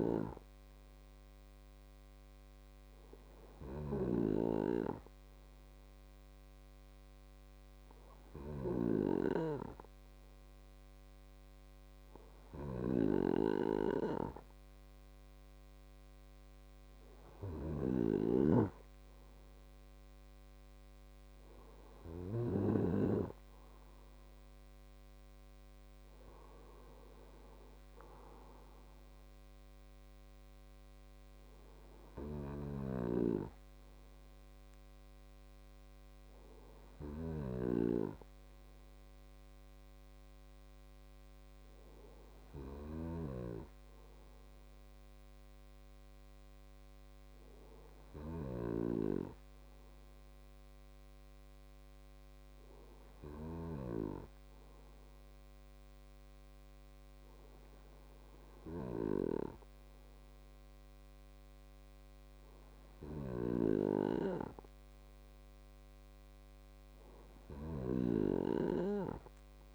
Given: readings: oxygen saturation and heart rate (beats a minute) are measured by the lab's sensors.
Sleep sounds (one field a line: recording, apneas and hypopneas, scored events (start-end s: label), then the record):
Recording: breathing in sleep by a microphone on the trachea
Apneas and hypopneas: none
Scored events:
none scored
From the record:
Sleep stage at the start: N2 (light sleep)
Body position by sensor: on the right side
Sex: male